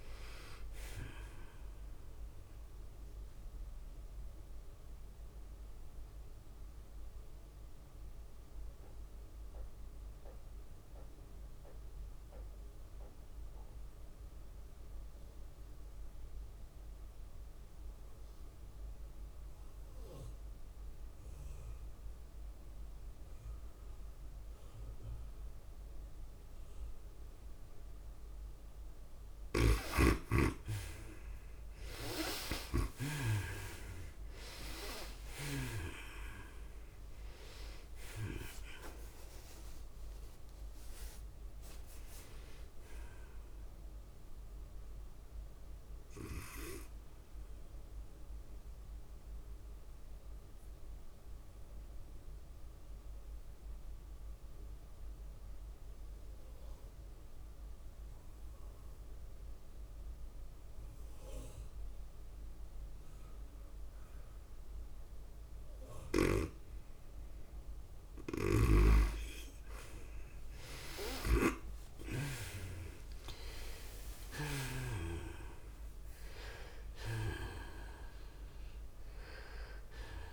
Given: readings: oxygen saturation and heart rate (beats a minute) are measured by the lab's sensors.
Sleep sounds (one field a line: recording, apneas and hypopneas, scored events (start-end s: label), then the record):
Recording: breathing in sleep by a room microphone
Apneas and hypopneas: 2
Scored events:
0.00-10.50 s: tachycardia (device-marked, heart rate 106 extreme)
0.00-11.50 s: drop in pulse transit time (device-marked, heart rate 102 extreme)
0.00-14.50 s: oxygen desaturation (device-marked, oxygen 80% lowest, heart rate 95 extreme)
3.50-29.00 s: mixed apnea (oxygen 99% before, 80% lowest, heart rate 97 before, 95 extreme, up 8 after)
22.50-51.50 s: oxygen desaturation (device-marked, oxygen 99% before, 80% lowest, heart rate 102 before, 95 extreme)
29.50-33.50 s: snoring (device-marked)
32.50-37.00 s: arousal
32.50-56.50 s: tachycardia (device-marked, heart rate 103 before, 107 extreme)
34.50-54.50 s: drop in pulse transit time (device-marked, heart rate 97 before, 100 extreme)
49.00-68.00 s: obstructive apnea (oxygen 98% before, 80% lowest, heart rate 103 before, 97 extreme, up 6 after)
64.50-80.33 s: oxygen desaturation (device-marked, oxygen 98% before, 80% lowest, heart rate 103 before, 98 extreme)
69.50-80.33 s: tachycardia (device-marked, heart rate 103 before, 106 extreme)
70.00-73.50 s: arousal
71.50-75.00 s: snoring (device-marked)
74.50-80.33 s: drop in pulse transit time (device-marked, heart rate 100 before, 103 extreme)
From the record:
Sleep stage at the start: N2 (light sleep)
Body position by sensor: on the right side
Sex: female